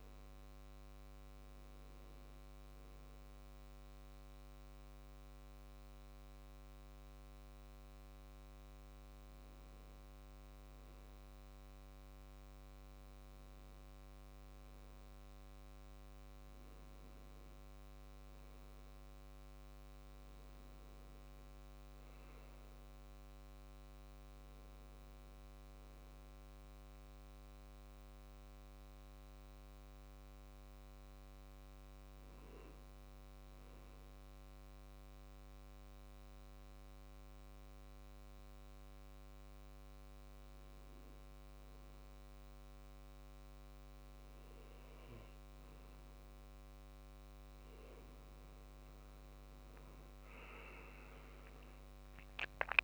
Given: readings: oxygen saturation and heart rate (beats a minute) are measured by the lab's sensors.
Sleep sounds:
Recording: breathing in sleep, hard to hear, by a microphone on the trachea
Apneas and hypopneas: 2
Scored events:
3.00-15.50 s: hypopnea (oxygen 95% before, 92% lowest, heart rate 74 before, 70 extreme, up 3 after)
16.50-21.00 s: arousal
30.00-52.84 s: new sleep stage, N2 (light sleep)
34.50-46.00 s: hypopnea (oxygen 95% before, 92% lowest, heart rate 74 before, 69 extreme, up 11 after)
43.00-52.84 s: oxygen desaturation (device-marked, oxygen 96% before, 92% lowest, heart rate 73 before, 68 extreme)
48.50-52.50 s: arousal
From the record:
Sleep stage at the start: N1 (lightest sleep)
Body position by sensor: on the back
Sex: male

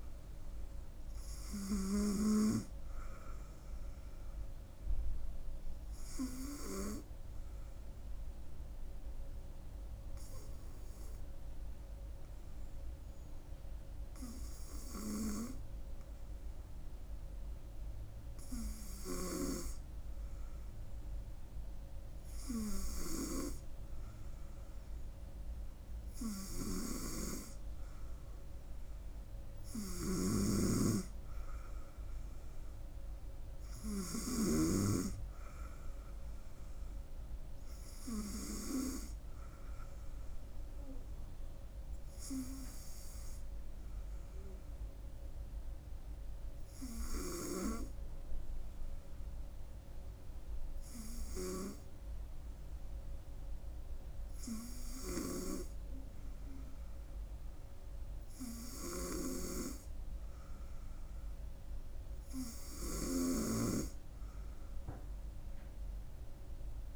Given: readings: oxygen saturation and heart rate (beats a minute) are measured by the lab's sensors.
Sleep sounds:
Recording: breathing in sleep by a room microphone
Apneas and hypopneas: 2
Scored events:
0.50-14.50 s: oxygen desaturation (device-marked, oxygen 97% before, 93% lowest, heart rate 68 before, 68 extreme)
5.00-23.00 s: hypopnea (oxygen 98% before, 93% lowest, heart rate 68 before, 68 extreme, up 2 after)
24.50-27.50 s: arousal
41.00-59.50 s: hypopnea (oxygen 97% before, 94% lowest, heart rate 70 before, 67 extreme, up 5 after)
From the record:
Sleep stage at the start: N2 (light sleep)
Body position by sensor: on the front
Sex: female

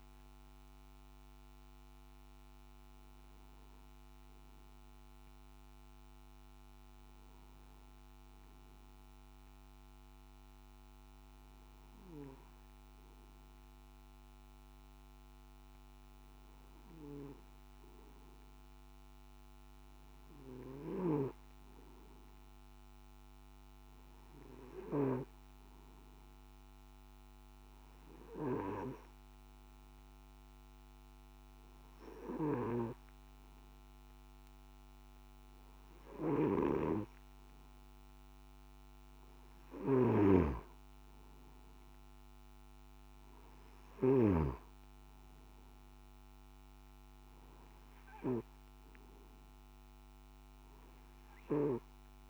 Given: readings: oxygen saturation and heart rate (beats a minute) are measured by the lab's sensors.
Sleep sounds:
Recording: breathing in sleep by a microphone on the trachea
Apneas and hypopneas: none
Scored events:
40.00-44.50 s: snoring (device-marked)
From the record:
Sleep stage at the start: N2 (light sleep)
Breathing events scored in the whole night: 225 in 4.0 hours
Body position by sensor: on the back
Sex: male

